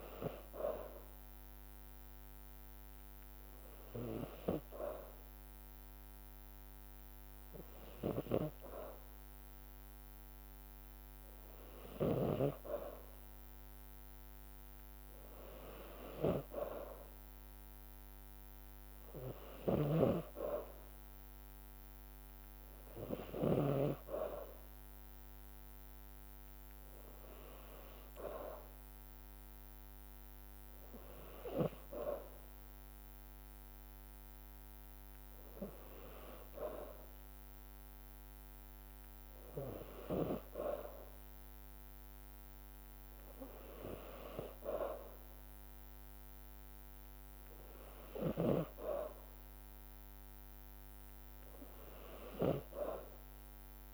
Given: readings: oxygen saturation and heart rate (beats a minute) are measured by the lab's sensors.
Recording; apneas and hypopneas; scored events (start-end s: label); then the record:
breathing in sleep by a microphone on the trachea; none
8.00-23.50 s: snoring (device-marked)
48.00-53.94 s: snoring (device-marked)
From the record:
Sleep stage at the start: N2 (light sleep); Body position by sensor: on the back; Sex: female